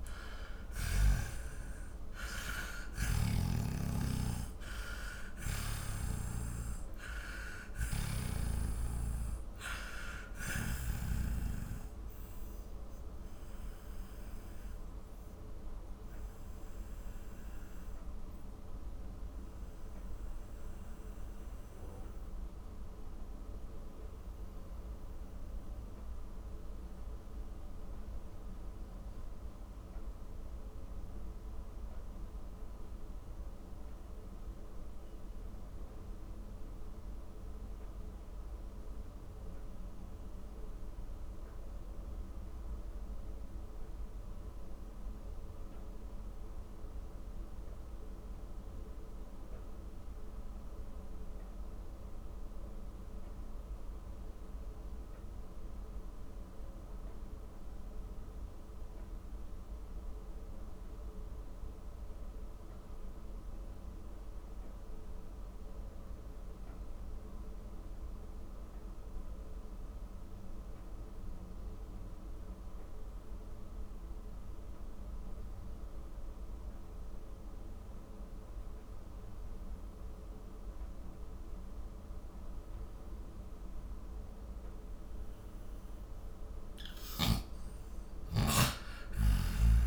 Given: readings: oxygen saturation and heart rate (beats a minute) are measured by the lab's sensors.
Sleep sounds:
breathing in sleep by a room microphone; 1
0.00-1.00 s: snoring (device-marked)
0.00-48.00 s: oxygen desaturation (device-marked, oxygen 84% lowest, heart rate 40 extreme)
13.00-85.50 s: mixed apnea (oxygen 99% before, 84% lowest, heart rate 69 before, 40 extreme, up 13 after)
78.00-89.87 s: oxygen desaturation (device-marked, oxygen 98% before, 92% lowest, heart rate 51 before, 47 extreme)
87.50-89.87 s: arousal
From the record:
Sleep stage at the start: N2 (light sleep); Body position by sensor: on the back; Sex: male

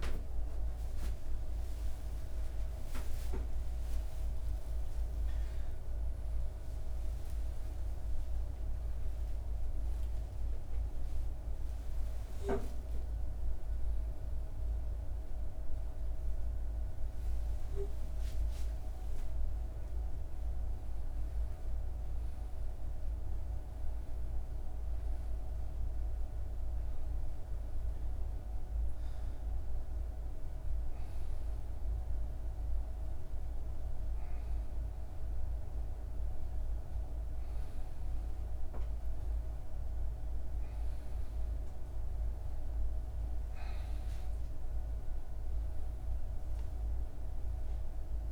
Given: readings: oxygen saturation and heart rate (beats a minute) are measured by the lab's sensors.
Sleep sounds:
a person awake in a sleep study, hard to hear, by a room microphone; none
none scored
From the record:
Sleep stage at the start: awake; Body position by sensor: on the front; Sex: male

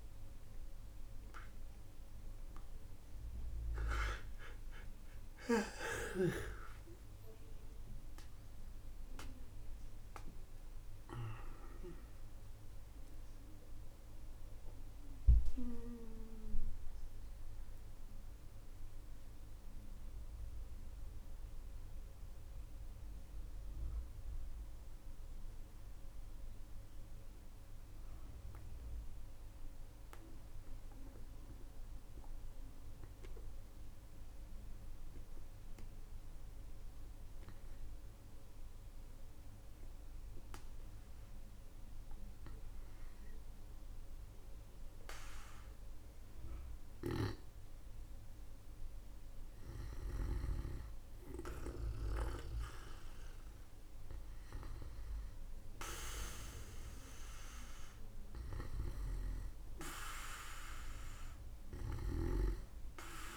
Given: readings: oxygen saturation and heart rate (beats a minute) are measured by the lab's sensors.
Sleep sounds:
breathing in sleep by a room microphone; 1
0.00-31.50 s: oxygen desaturation (device-marked, oxygen 91% lowest, heart rate 47 extreme)
4.00-9.00 s: arousal
14.00-40.00 s: hypopnea (oxygen 98% before, 91% lowest, heart rate 61 before, 47 extreme, up 6 after)
43.00-48.00 s: arousal
51.50-63.37 s: oxygen desaturation (device-marked, oxygen 99% before, 95% lowest, heart rate 57 before, 48 extreme)
From the record:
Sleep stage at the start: N2 (light sleep); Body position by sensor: on the back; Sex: male

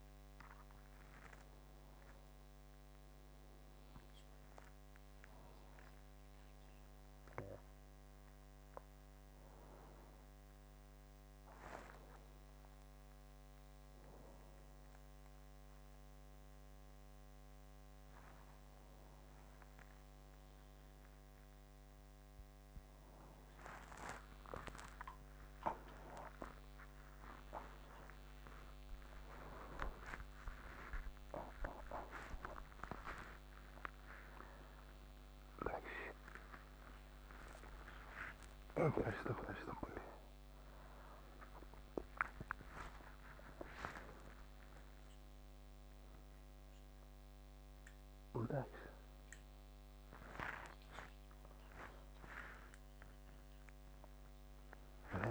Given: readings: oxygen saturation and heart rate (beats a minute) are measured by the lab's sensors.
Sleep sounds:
a person awake in a sleep study, by a microphone on the trachea; none
none scored
From the record:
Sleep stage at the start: awake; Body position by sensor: upright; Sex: male

